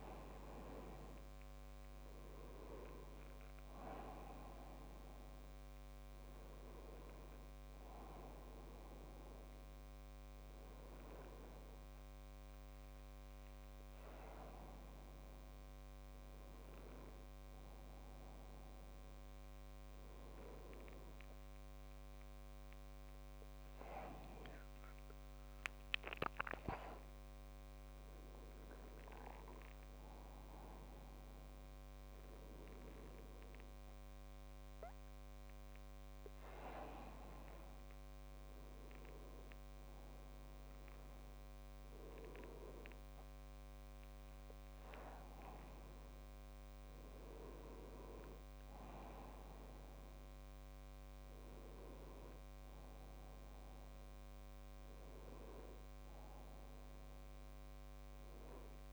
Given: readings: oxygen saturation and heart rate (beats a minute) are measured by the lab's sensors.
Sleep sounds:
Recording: breathing in sleep by a microphone on the trachea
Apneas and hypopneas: none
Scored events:
0.00-15.50 s: oxygen desaturation (device-marked, oxygen 93% lowest, heart rate 68 extreme)
53.50-58.93 s: new sleep stage, N2 (light sleep)
From the record:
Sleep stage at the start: N1 (lightest sleep)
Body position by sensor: on the back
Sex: male

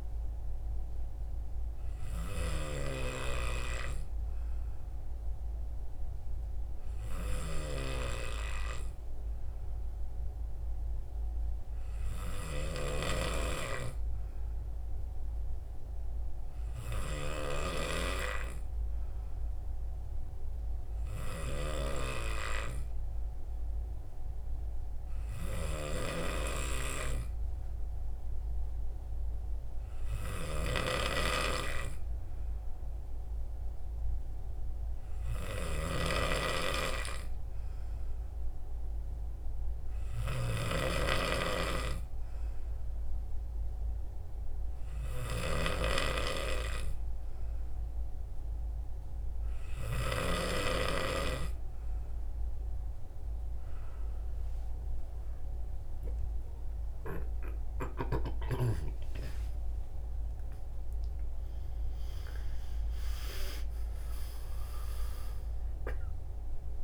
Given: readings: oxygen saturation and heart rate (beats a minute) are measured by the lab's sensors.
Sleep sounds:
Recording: breathing in sleep by a room microphone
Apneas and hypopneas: none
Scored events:
50.50-66.84 s: new sleep stage, N2 (light sleep)
56.50-61.00 s: arousal
From the record:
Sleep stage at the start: N3 (deep sleep)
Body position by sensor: on the right side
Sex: male

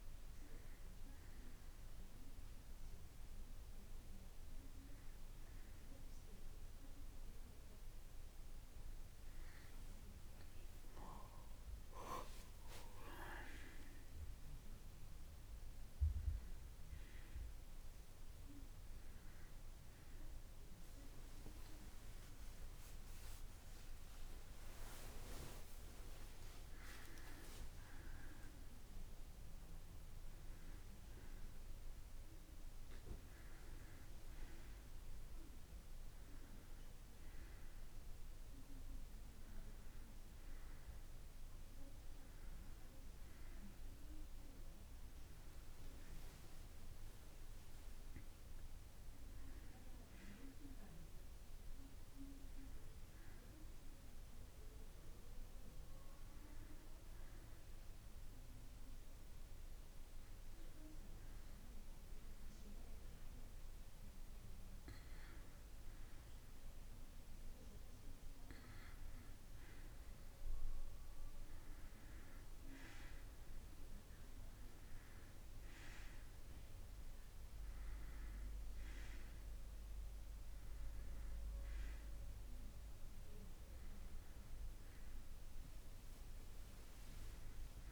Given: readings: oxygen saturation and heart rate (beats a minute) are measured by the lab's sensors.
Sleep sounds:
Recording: a person awake in a sleep study, by a room microphone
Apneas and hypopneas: none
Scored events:
78.50-87.92 s: new sleep stage, N1 (lightest sleep)
81.50-87.92 s: oxygen desaturation (device-marked, oxygen 94% before, 89% lowest, heart rate 62 before, 51 extreme)
From the record:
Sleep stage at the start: awake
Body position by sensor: on the right side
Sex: female

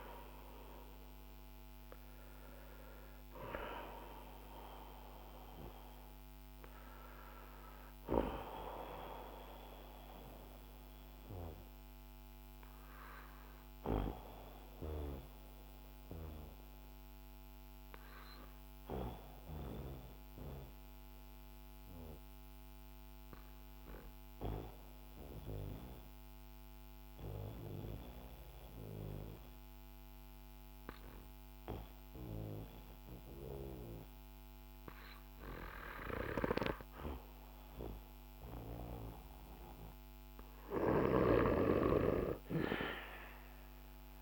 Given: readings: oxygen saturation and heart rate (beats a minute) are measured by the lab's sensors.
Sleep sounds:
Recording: breathing in sleep by a microphone on the trachea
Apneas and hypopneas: 1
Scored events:
3.50-29.50 s: oxygen desaturation (device-marked, oxygen 94% before, 90% lowest, heart rate 57 before, 44 extreme)
11.00-39.00 s: obstructive apnea (oxygen 95% before, 90% lowest, heart rate 58 before, 44 extreme, up 12 after)
From the record:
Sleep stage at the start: N2 (light sleep)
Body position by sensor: on the back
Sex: male

